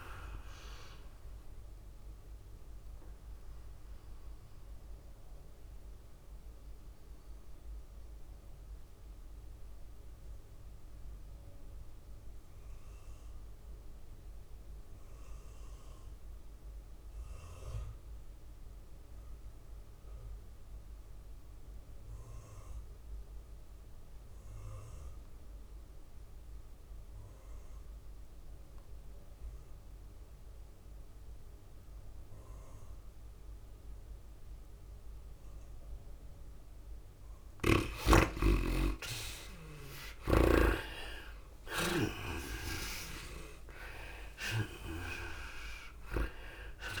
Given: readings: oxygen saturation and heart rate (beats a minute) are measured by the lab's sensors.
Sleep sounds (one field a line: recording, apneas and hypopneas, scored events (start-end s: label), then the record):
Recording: breathing in sleep by a room microphone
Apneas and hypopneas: 1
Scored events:
0.00-13.00 s: drop in pulse transit time (device-marked, heart rate 106 extreme)
0.00-13.00 s: oxygen desaturation (device-marked, oxygen 77% lowest, heart rate 99 extreme)
0.00-23.00 s: tachycardia (device-marked, heart rate 110 extreme)
4.00-37.00 s: mixed apnea (oxygen 99% before, 73% lowest, heart rate 104 before, 99 extreme, up 7 after)
20.00-47.00 s: oxygen desaturation (device-marked, oxygen 99% before, 73% lowest, heart rate 107 before, 93 extreme)
38.00-47.00 s: tachycardia (device-marked, heart rate 105 before, 111 extreme)
38.50-42.00 s: arousal
43.00-47.00 s: drop in pulse transit time (device-marked, heart rate 100 before, 104 extreme)
From the record:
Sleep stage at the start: N2 (light sleep)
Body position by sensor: on the back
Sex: female